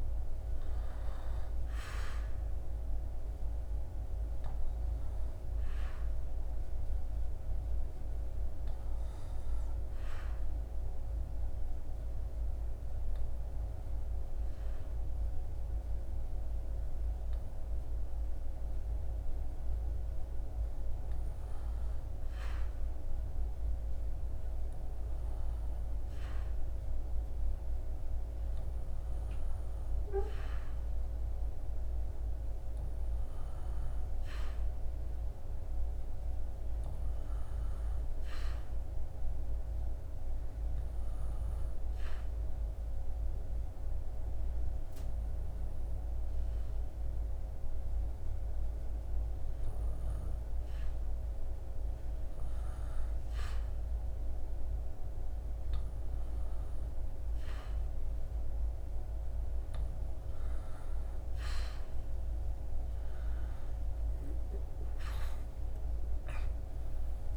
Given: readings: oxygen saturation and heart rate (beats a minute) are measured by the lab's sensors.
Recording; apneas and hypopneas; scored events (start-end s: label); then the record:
breathing in sleep, hard to hear, by a room microphone; 2
8.50-21.00 s: obstructive apnea (oxygen 98% before, 95% lowest, heart rate 72 before, 64 extreme, up 11 after)
23.00-28.00 s: arousal
38.00-51.00 s: obstructive apnea (oxygen 99% before, 95% lowest, heart rate 72 before, 72 extreme, up 6 after)
55.00-60.00 s: arousal
From the record:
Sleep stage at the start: N2 (light sleep); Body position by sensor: on the back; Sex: male